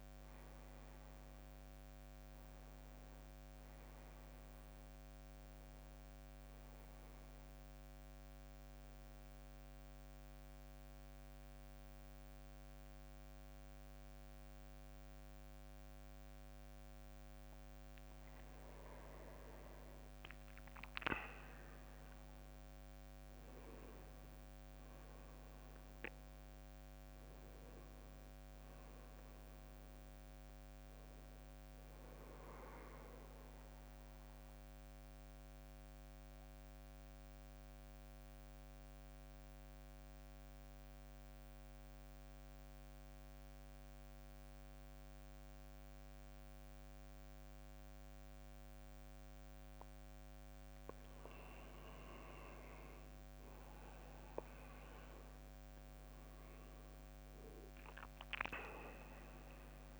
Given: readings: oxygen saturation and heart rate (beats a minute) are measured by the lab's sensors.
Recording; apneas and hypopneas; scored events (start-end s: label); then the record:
breathing in sleep, hard to hear, by a microphone on the trachea; 2
0.00-3.00 s: oxygen desaturation (device-marked, oxygen 93% lowest, heart rate 55 extreme)
8.00-18.50 s: central apnea (oxygen 98% before, 94% lowest, heart rate 67 before, 53 extreme, up 16 after)
20.50-25.50 s: arousal
22.00-35.00 s: drop in pulse transit time (device-marked, heart rate 61 before, 59 extreme)
32.50-49.00 s: central apnea (oxygen 98% before, 93% lowest, heart rate 64 before, 53 extreme, up 17 after)
51.50-57.50 s: arousal
53.00-60.00 s: oxygen desaturation (device-marked, oxygen 98% before, 94% lowest, heart rate 56 before, 55 extreme)
From the record:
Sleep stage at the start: N2 (light sleep); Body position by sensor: on the back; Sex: male